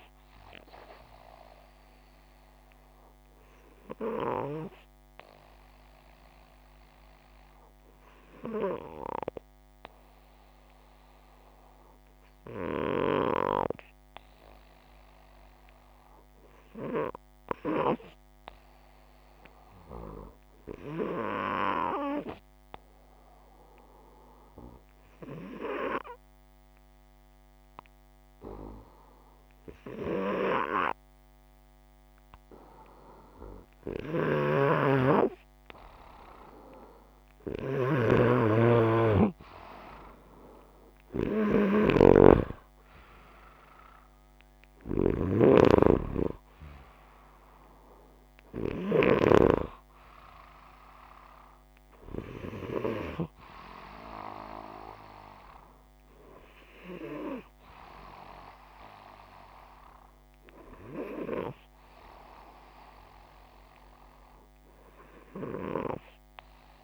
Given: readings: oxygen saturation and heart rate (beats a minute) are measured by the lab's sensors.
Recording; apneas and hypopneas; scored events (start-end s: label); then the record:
breathing in sleep by a microphone on the trachea; 1
0.50-32.00 s: hypopnea (oxygen 97% before, 93% lowest, heart rate 61 before, 59 extreme, up 1 after)
33.50-48.50 s: snoring (device-marked)
36.50-51.50 s: oxygen desaturation (device-marked, oxygen 96% before, 93% lowest, heart rate 60 before, 61 extreme)
39.50-44.50 s: arousal
From the record:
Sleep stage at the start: N2 (light sleep); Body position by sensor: upright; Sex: male